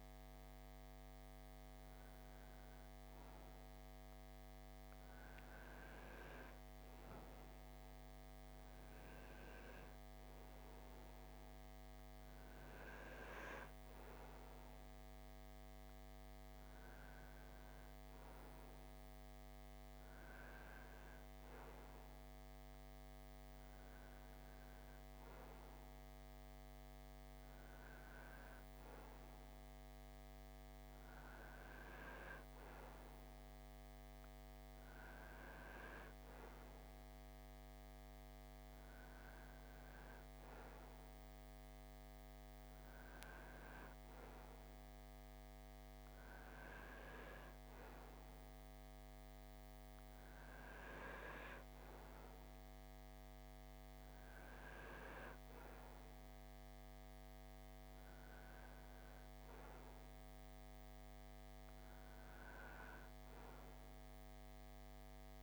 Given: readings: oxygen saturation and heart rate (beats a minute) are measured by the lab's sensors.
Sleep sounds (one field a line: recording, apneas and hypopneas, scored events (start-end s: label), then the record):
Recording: breathing in sleep by a microphone on the trachea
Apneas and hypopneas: none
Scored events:
0.00-8.50 s: oxygen desaturation (device-marked, oxygen 90% lowest, heart rate 53 extreme)
From the record:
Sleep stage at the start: REM sleep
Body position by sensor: on the right side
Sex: male